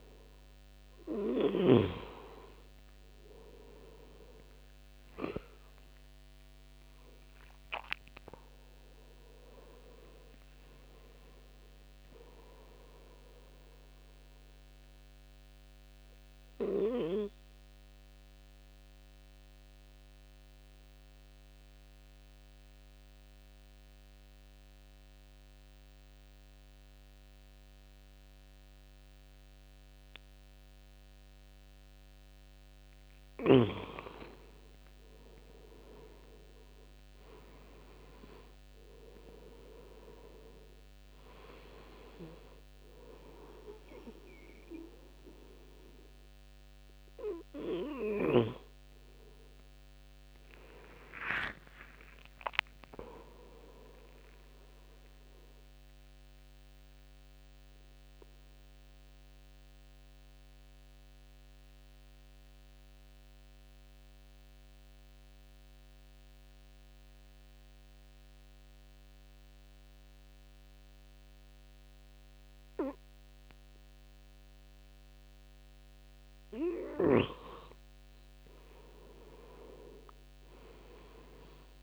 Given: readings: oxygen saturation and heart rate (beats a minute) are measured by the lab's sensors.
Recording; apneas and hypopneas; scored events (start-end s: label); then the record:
breathing in sleep by a microphone on the trachea; 2
0.00-28.00 s: oxygen desaturation (device-marked, oxygen 99% before, 91% lowest, heart rate 74 before, 71 extreme)
8.50-12.50 s: arousal
15.00-32.00 s: obstructive apnea (oxygen 99% before, 91% lowest, heart rate 80 before, 71 extreme, up 9 after)
33.00-36.00 s: arousal
35.00-58.00 s: oxygen desaturation (device-marked, oxygen 99% before, 92% lowest, heart rate 76 before, 68 extreme)
51.00-54.50 s: arousal
56.00-76.50 s: obstructive apnea (oxygen 99% before, 91% lowest, heart rate 79 before, 68 extreme, up 8 after)
78.00-81.83 s: oxygen desaturation (device-marked, oxygen 99% before, 92% lowest, heart rate 70 before, 70 extreme)
78.50-81.83 s: arousal
From the record:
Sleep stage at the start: N2 (light sleep); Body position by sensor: on the front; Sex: male